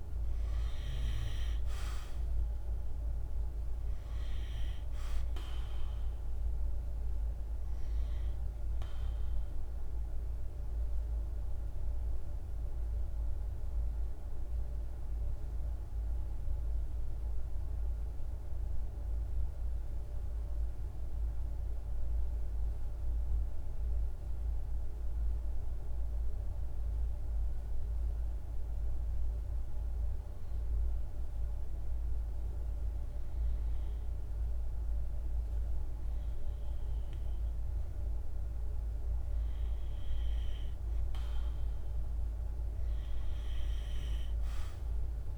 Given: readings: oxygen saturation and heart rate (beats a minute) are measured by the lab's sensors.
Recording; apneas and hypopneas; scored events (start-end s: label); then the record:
breathing in sleep, hard to hear, by a room microphone; 1
0.00-19.00 s: oxygen desaturation (device-marked, oxygen 91% lowest, heart rate 50 extreme)
13.50-30.50 s: obstructive apnea (oxygen 97% before, 92% lowest, heart rate 54 before, 51 extreme, up 3 after)
33.00-45.38 s: oxygen desaturation (device-marked, oxygen 99% before, 92% lowest, heart rate 51 before, 52 extreme)
33.50-37.00 s: arousal
From the record:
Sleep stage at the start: N2 (light sleep); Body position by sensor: on the right side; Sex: male